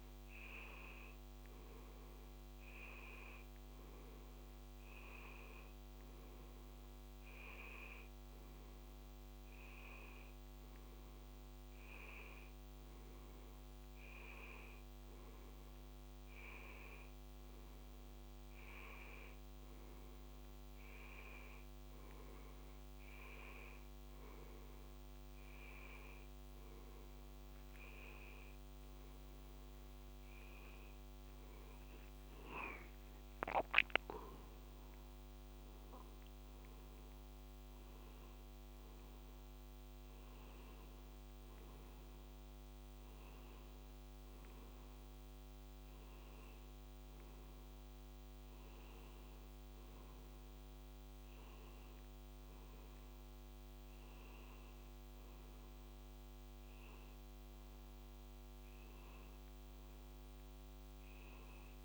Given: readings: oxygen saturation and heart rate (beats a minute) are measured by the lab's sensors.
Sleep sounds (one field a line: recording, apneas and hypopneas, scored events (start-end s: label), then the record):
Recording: a person awake in a sleep study, by a microphone on the trachea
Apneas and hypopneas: none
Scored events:
none scored
From the record:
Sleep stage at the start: awake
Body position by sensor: on the back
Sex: male